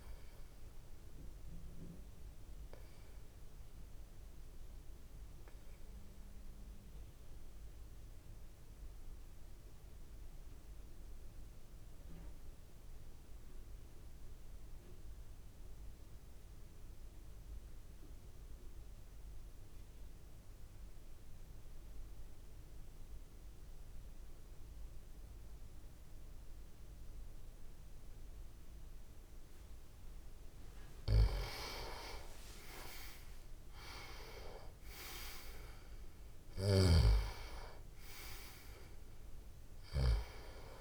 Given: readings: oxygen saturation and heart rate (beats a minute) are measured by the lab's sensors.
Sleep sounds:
breathing in sleep by a room microphone; 1
0.00-16.00 s: oxygen desaturation (device-marked, oxygen 89% lowest)
3.00-29.50 s: obstructive apnea (oxygen 97% before, 89% lowest)
29.00-40.81 s: oxygen desaturation (device-marked, oxygen 98% before, 89% lowest)
31.50-35.50 s: arousal
36.50-40.00 s: snoring (device-marked)
From the record:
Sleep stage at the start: N2 (light sleep); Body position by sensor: on the back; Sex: male

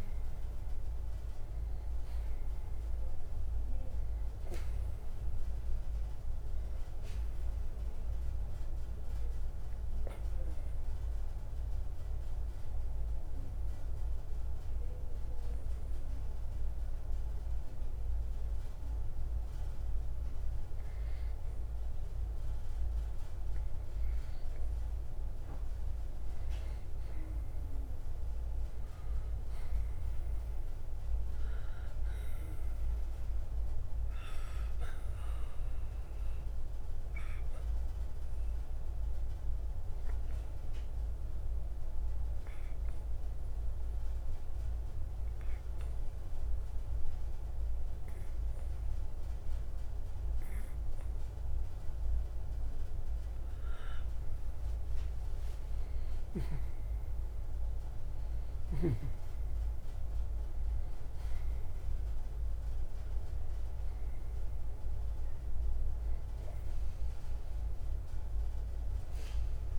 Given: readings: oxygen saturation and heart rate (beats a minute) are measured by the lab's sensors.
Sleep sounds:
breathing in sleep, hard to hear, by a room microphone; 2
0.00-1.00 s: arousal
8.50-24.50 s: obstructive apnea (oxygen 97% before, 90% lowest, heart rate 62 before, 58 extreme, up 4 after)
9.50-26.50 s: oxygen desaturation (device-marked, oxygen 96% before, 90% lowest, heart rate 62 before, 58 extreme)
26.50-30.50 s: arousal
35.00-53.00 s: obstructive apnea (oxygen 96% before, 91% lowest, heart rate 61 before, 57 extreme, up 6 after)
43.50-63.50 s: oxygen desaturation (device-marked, oxygen 96% before, 92% lowest, heart rate 61 before, 57 extreme)
56.50-62.00 s: arousal
From the record:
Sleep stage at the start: N2 (light sleep); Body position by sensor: on the right side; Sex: male

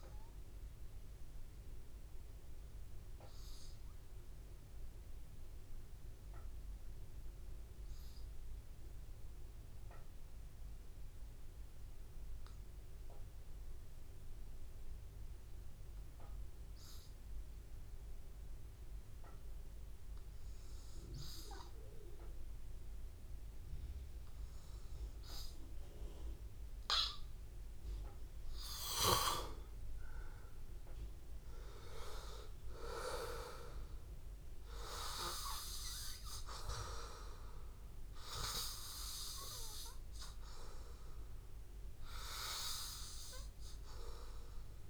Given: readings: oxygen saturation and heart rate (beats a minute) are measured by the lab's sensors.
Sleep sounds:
breathing in sleep by a room microphone; 1
0.50-25.00 s: hypopnea (oxygen 96% before, 91% lowest, heart rate 85 before, 83 extreme, up 1 after)
22.50-44.90 s: oxygen desaturation (device-marked, oxygen 98% before, 91% lowest, heart rate 84 before, 83 extreme)
27.00-30.50 s: arousal
From the record:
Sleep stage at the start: N2 (light sleep); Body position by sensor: on the back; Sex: male

